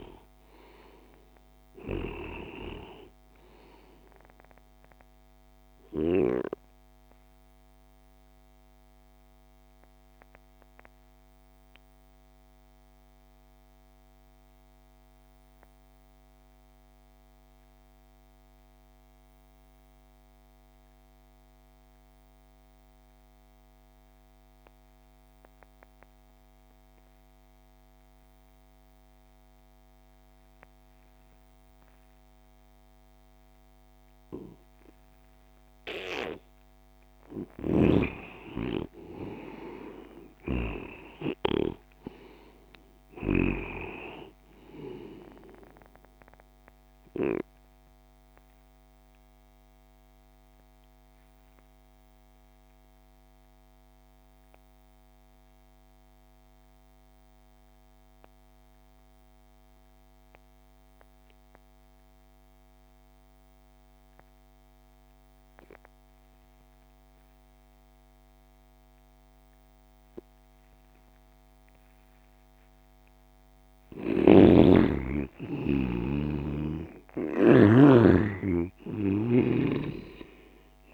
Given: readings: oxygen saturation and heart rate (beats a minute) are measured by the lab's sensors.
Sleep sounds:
breathing in sleep by a microphone on the trachea; 2
0.00-24.00 s: oxygen desaturation (device-marked, oxygen 87% lowest)
7.00-36.00 s: mixed apnea (oxygen 98% before, 87% lowest)
38.50-43.00 s: arousal
39.00-64.00 s: oxygen desaturation (device-marked, oxygen 98% before, 90% lowest)
48.50-73.50 s: mixed apnea (oxygen 98% before, 89% lowest)
76.00-79.50 s: arousal
79.00-80.94 s: oxygen desaturation (device-marked, oxygen 98% before, 89% lowest)
From the record:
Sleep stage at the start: N2 (light sleep); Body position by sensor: on the left side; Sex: male

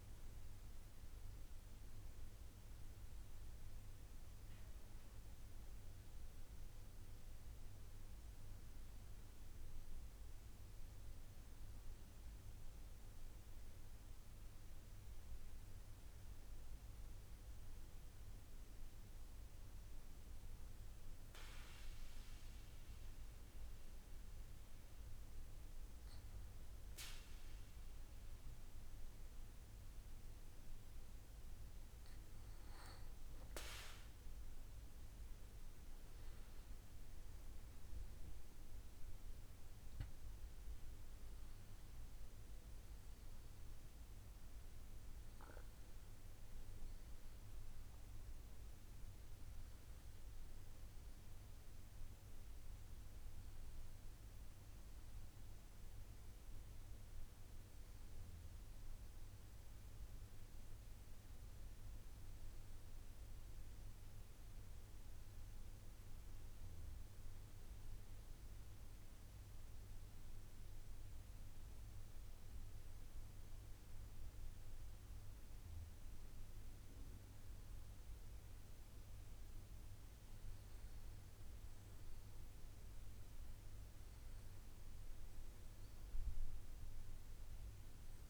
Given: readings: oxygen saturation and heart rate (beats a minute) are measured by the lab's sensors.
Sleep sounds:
breathing in sleep, hard to hear, by a room microphone; 2
21.50-31.50 s: obstructive apnea (oxygen 96% before, 94% lowest, heart rate 70 before, 65 extreme, up 5 after)
34.00-38.00 s: arousal
60.00-63.50 s: arousal
67.50-78.50 s: obstructive apnea (oxygen 96% before, 95% lowest, heart rate 71 before, 65 extreme, up 5 after)
79.50-83.50 s: arousal
From the record:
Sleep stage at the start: N2 (light sleep); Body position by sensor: on the back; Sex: male

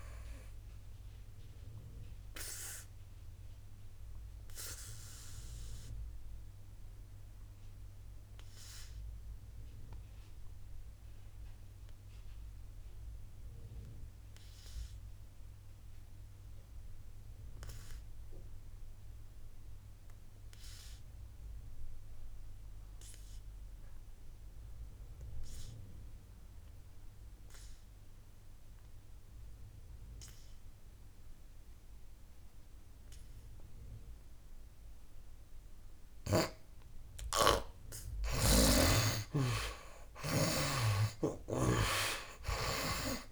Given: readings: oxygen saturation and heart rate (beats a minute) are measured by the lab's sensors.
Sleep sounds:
breathing in sleep by a room microphone; 1
0.00-24.00 s: oxygen desaturation (device-marked, oxygen 68% lowest, heart rate 58 extreme)
1.00-37.50 s: obstructive apnea (oxygen 98% before, 68% lowest, heart rate 68 before, 58 extreme, up 17 after)
35.00-43.32 s: oxygen desaturation (device-marked, oxygen 97% before, 68% lowest, heart rate 60 before, 60 extreme)
37.50-43.32 s: snoring (device-marked)
40.50-43.32 s: arousal
From the record:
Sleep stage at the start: N2 (light sleep); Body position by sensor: on the back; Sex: male

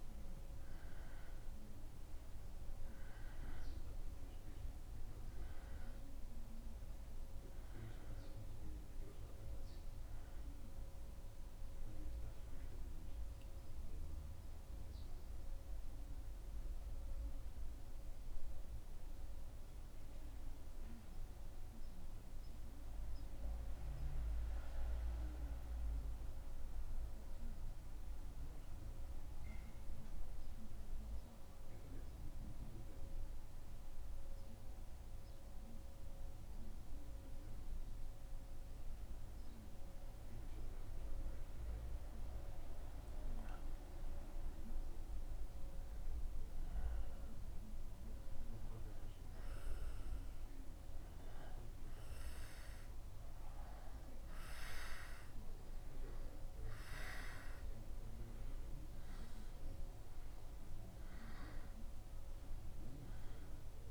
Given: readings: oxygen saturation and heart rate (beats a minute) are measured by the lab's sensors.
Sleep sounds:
breathing in sleep, hard to hear, by a room microphone; 1
17.50-43.50 s: central apnea (oxygen 98% before, 93% lowest, heart rate 76 before, 73 extreme, up 2 after)
45.50-50.00 s: arousal
From the record:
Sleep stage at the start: N2 (light sleep); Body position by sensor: on the back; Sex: male

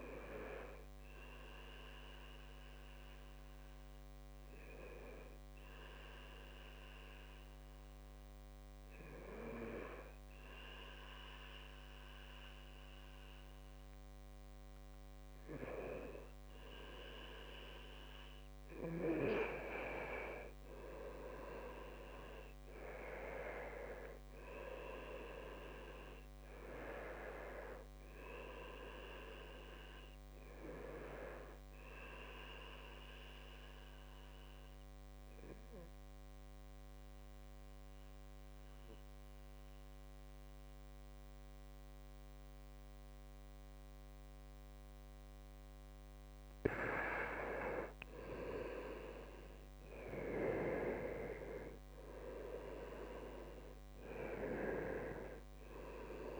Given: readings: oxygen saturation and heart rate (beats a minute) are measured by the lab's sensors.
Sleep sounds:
breathing in sleep by a microphone on the trachea; 2
0.00-7.50 s: oxygen desaturation (device-marked, oxygen 90% lowest, heart rate 68 extreme)
1.50-17.50 s: obstructive apnea (oxygen 97% before, 90% lowest, heart rate 75 before, 68 extreme, up 13 after)
19.00-23.50 s: arousal
20.00-22.00 s: long interval between heartbeats (device-marked, heart rate 70 before, 77 extreme)
20.50-40.50 s: oxygen desaturation (device-marked, oxygen 97% before, 92% lowest, heart rate 70 before, 65 extreme)
35.50-46.50 s: mixed apnea (oxygen 97% before, 90% lowest, heart rate 74 before, 64 extreme, up 3 after)
49.00-53.00 s: arousal
53.50-56.40 s: oxygen desaturation (device-marked, oxygen 97% before, 90% lowest, heart rate 70 before, 64 extreme)
From the record:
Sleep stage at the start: N2 (light sleep); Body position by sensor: on the right side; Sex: male

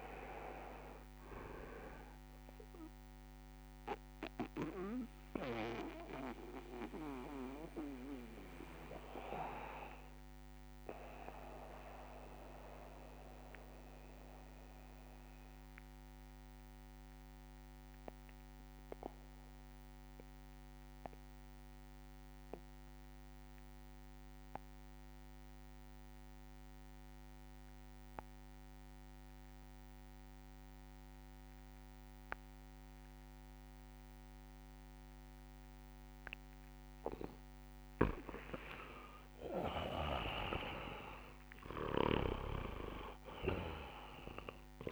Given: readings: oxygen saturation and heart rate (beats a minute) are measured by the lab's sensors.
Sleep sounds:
breathing in sleep by a microphone on the trachea; 1
0.00-15.50 s: oxygen desaturation (device-marked, oxygen 88% lowest)
2.00-4.00 s: long interval between heartbeats (device-marked, heart rate 52 before, 34 extreme)
3.50-35.50 s: mixed apnea (oxygen 99% before, 88% lowest)
20.00-22.00 s: long interval between heartbeats (device-marked)
23.50-25.50 s: long interval between heartbeats (device-marked, heart rate 31 before, 75 extreme)
26.00-28.00 s: long interval between heartbeats (device-marked, heart rate 35 before, 76 extreme)
32.50-44.91 s: oxygen desaturation (device-marked, oxygen 98% before, 88% lowest, heart rate 51 before, 49 extreme)
38.00-40.00 s: long interval between heartbeats (device-marked, heart rate 67 before, 75 extreme)
39.00-43.50 s: arousal
39.50-44.91 s: snoring (device-marked)
From the record:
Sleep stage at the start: N2 (light sleep); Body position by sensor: on the back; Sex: male

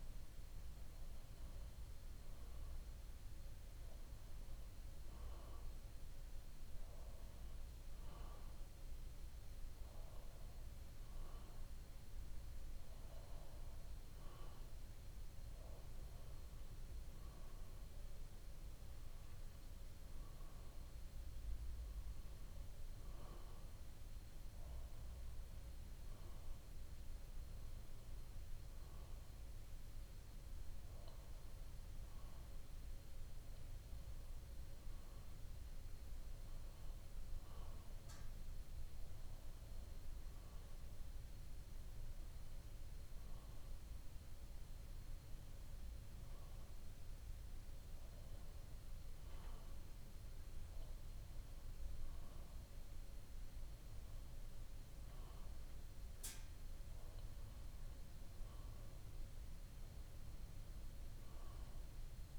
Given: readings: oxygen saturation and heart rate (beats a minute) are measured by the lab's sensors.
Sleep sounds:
breathing in sleep, hard to hear, by a room microphone; none
none scored
From the record:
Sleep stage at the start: N2 (light sleep); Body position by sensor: on the back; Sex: male

